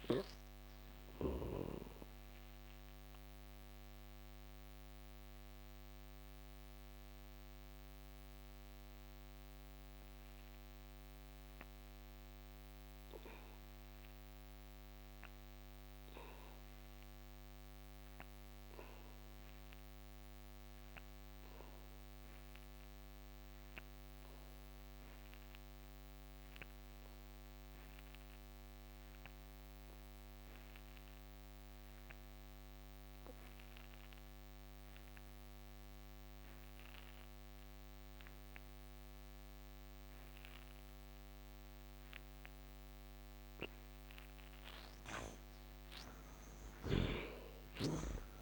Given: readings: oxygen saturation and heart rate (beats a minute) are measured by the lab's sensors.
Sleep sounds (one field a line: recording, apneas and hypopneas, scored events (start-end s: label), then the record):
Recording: breathing in sleep by a microphone on the trachea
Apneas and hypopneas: 1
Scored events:
0.00-17.00 s: oxygen desaturation (device-marked, oxygen 53% lowest, heart rate 62 extreme)
1.00-43.50 s: mixed apnea (oxygen 78% before, 53% lowest, heart rate 81 before, 62 extreme, up 18 after)
35.00-48.42 s: oxygen desaturation (device-marked, oxygen 83% before, 56% lowest, heart rate 66 before, 62 extreme)
45.50-48.42 s: arousal
From the record:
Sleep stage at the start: N2 (light sleep)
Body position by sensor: on the back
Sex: male